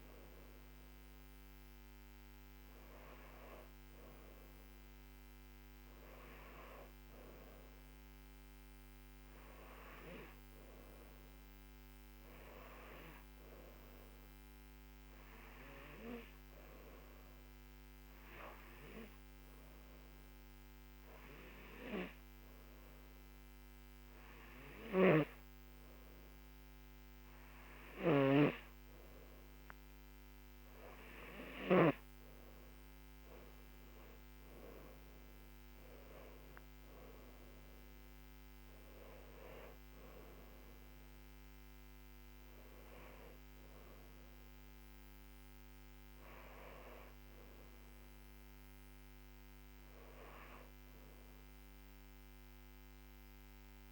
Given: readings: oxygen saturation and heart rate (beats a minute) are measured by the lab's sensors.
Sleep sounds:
breathing in sleep by a microphone on the trachea; 1
12.50-28.50 s: hypopnea (oxygen 96% before, 93% lowest, heart rate 76 before, 72 extreme, up 1 after)
30.00-32.50 s: arousal
From the record:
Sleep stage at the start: N2 (light sleep); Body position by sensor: on the left side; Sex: female

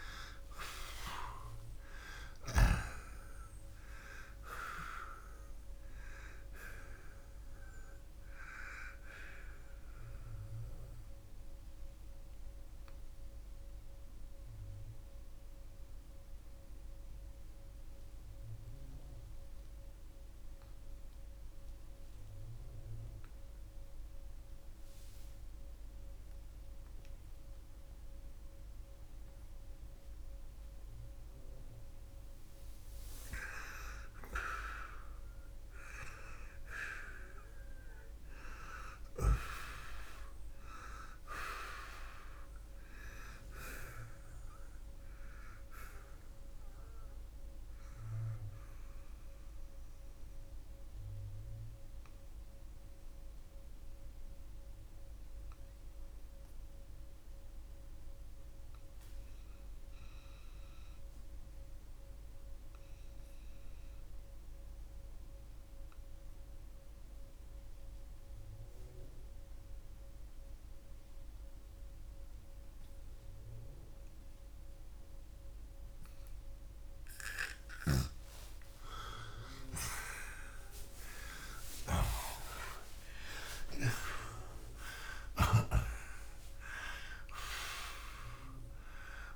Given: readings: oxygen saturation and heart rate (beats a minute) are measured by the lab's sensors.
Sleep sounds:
breathing in sleep by a room microphone; 2
0.00-3.00 s: arousal
10.50-32.00 s: obstructive apnea (oxygen 94% before, 84% lowest, heart rate 98 before, 60 extreme, up 49 after)
17.50-38.50 s: oxygen desaturation (device-marked, oxygen 92% before, 84% lowest, heart rate 98 before, 64 extreme)
39.00-43.50 s: arousal
49.50-76.50 s: obstructive apnea (oxygen 93% before, 83% lowest)
61.50-78.50 s: oxygen desaturation (device-marked, oxygen 93% before, 86% lowest)
78.50-83.50 s: arousal
From the record:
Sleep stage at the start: N2 (light sleep); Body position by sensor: on the back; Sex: male

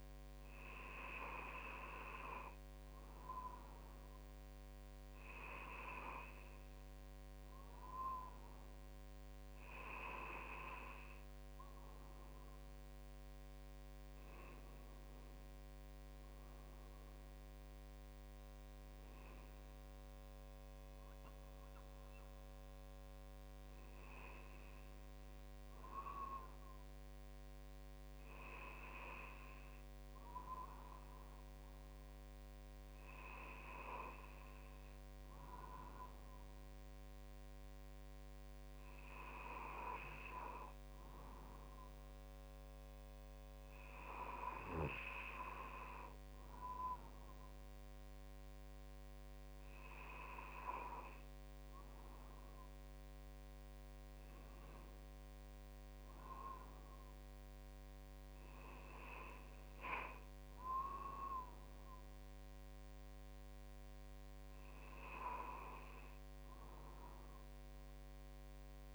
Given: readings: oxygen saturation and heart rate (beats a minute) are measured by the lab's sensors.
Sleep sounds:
breathing in sleep by a microphone on the trachea; none
none scored
From the record:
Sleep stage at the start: N2 (light sleep); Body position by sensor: on the right side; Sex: male

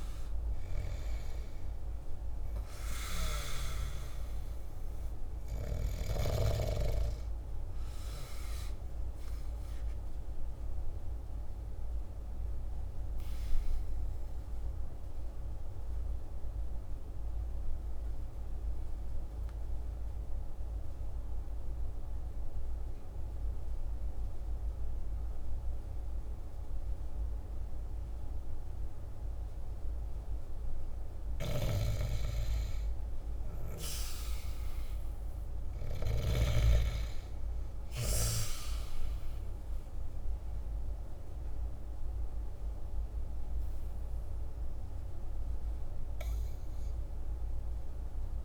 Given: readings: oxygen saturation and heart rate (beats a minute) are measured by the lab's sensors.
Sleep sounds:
breathing in sleep by a room microphone; 1
0.00-20.00 s: oxygen desaturation (device-marked, oxygen 73% lowest, heart rate 49 extreme)
8.00-30.00 s: obstructive apnea (oxygen 92% before, 73% lowest, heart rate 61 before, 47 extreme, up 5 after)
32.00-36.50 s: arousal
34.00-48.45 s: oxygen desaturation (device-marked, oxygen 99% before, 91% lowest, heart rate 50 before, 46 extreme)
From the record:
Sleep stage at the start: N2 (light sleep); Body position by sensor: on the back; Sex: male

